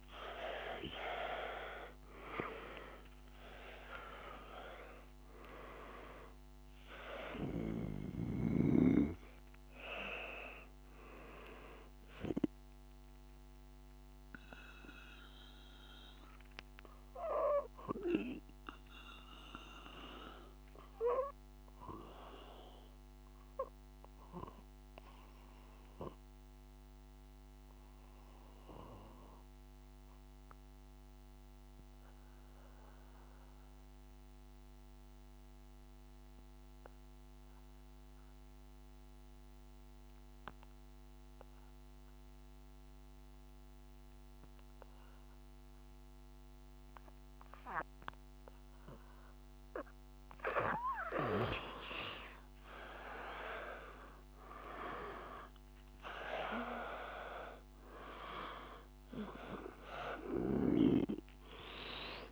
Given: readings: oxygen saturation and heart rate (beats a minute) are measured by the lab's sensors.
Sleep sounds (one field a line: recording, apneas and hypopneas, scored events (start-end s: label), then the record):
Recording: breathing in sleep by a microphone on the trachea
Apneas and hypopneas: 1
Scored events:
0.00-2.50 s: arousal
0.00-28.50 s: oxygen desaturation (device-marked, oxygen 90% lowest, heart rate 49 extreme)
12.00-47.50 s: obstructive apnea (oxygen 98% before, 87% lowest, heart rate 55 before, 49 extreme, up 6 after)
49.50-62.32 s: oxygen desaturation (device-marked, oxygen 97% before, 87% lowest, heart rate 52 before, 52 extreme)
51.50-56.00 s: arousal
From the record:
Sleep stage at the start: N2 (light sleep)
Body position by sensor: on the back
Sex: male